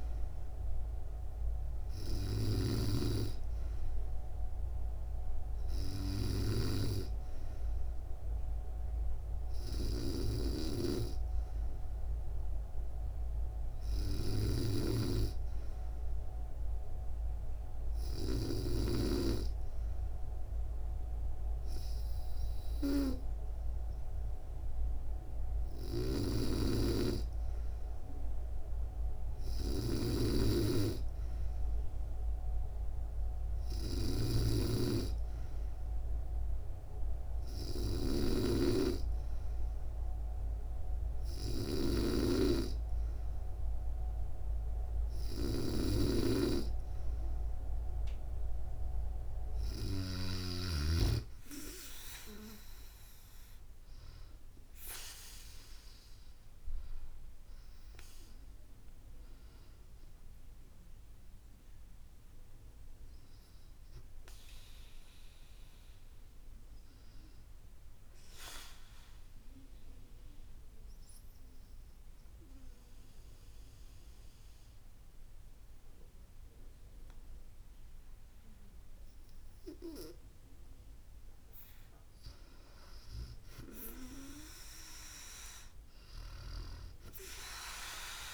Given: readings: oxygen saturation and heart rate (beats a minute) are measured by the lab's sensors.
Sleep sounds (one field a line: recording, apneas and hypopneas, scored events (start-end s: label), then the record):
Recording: breathing in sleep by a room microphone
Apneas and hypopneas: 1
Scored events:
0.00-6.00 s: snoring (device-marked)
14.00-18.50 s: snoring (device-marked)
25.50-49.50 s: snoring (device-marked)
57.50-88.34 s: new sleep stage, N2 (light sleep)
60.00-64.00 s: arousal
61.50-64.50 s: bradycardia (device-marked, heart rate 69 before, 73 extreme)
68.50-80.00 s: obstructive apnea (oxygen 95% before, 93% lowest, heart rate 71 before, 66 extreme, up 3 after)
82.50-86.00 s: arousal
85.50-88.34 s: oxygen desaturation (device-marked, oxygen 96% before, 93% lowest, heart rate 68 before, 66 extreme)
From the record:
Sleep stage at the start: N3 (deep sleep)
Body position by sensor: on the back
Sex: female